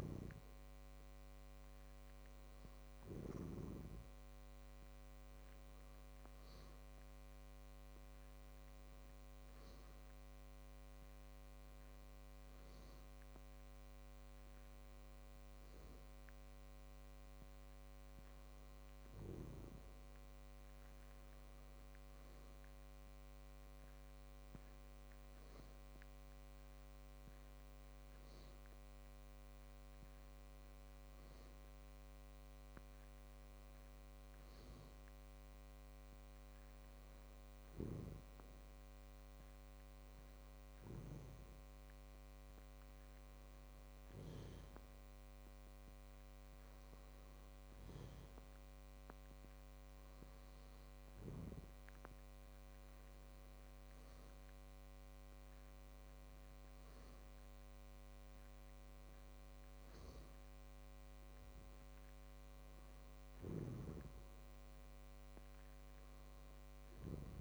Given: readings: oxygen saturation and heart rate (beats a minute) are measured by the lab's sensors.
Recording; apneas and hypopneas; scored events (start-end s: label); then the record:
breathing in sleep, hard to hear, by a microphone on the trachea; none
none scored
From the record:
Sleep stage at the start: N2 (light sleep); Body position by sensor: on the back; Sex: male